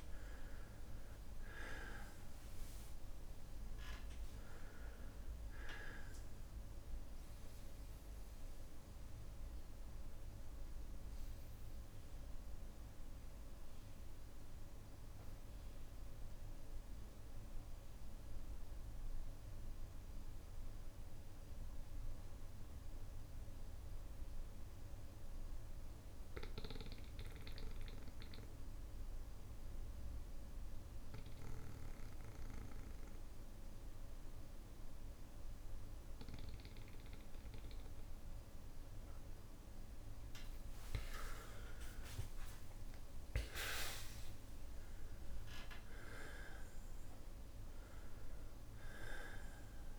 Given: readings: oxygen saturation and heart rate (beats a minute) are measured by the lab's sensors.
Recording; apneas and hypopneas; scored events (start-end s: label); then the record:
breathing in sleep by a room microphone; 1
0.00-1.50 s: arousal
9.00-38.50 s: obstructive apnea (oxygen 99% before, 92% lowest, heart rate 60 before, 56 extreme, up 4 after)
10.50-30.50 s: bradycardia (device-marked, heart rate 61 before, 56 extreme)
33.50-37.50 s: bradycardia (device-marked, heart rate 60 before, 59 extreme)
34.50-49.99 s: oxygen desaturation (device-marked, oxygen 99% before, 92% lowest, heart rate 57 before, 55 extreme)
40.50-44.50 s: arousal
From the record:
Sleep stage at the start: N2 (light sleep); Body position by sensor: on the back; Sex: male